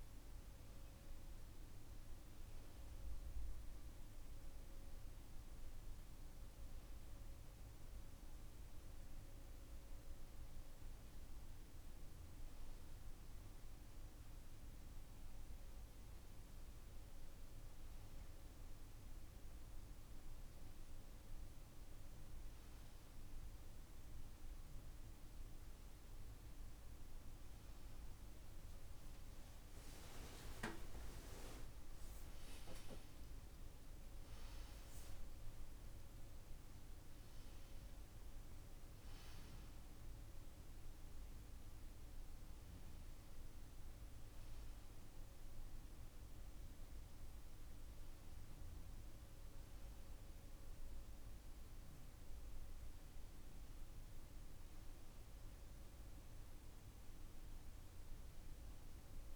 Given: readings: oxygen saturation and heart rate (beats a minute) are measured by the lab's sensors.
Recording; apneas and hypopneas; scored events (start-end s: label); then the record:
breathing in sleep, hard to hear, by a room microphone; none
30.50-35.50 s: arousal
From the record:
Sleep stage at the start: N2 (light sleep); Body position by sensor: on the right side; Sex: male